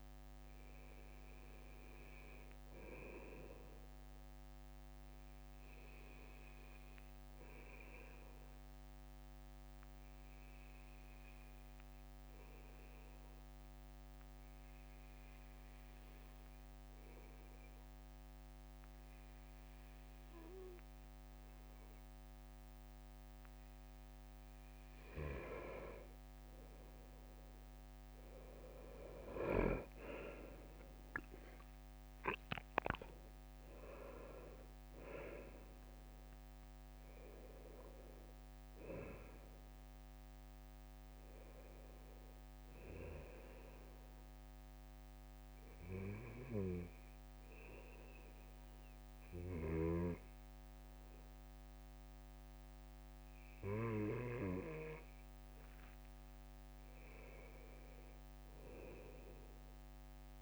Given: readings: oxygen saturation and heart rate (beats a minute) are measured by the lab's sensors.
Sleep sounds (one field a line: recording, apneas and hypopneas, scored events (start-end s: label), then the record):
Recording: breathing in sleep by a microphone on the trachea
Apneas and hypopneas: 2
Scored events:
2.00-23.50 s: obstructive apnea (oxygen 96% before, 95% lowest, heart rate 64 before, 61 extreme, up 2 after)
28.50-33.00 s: arousal
43.50-54.50 s: obstructive apnea (oxygen 97% before, 95% lowest, heart rate 65 before, 60 extreme, up 4 after)
56.00-60.00 s: arousal
From the record:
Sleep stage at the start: N2 (light sleep)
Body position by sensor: on the right side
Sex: male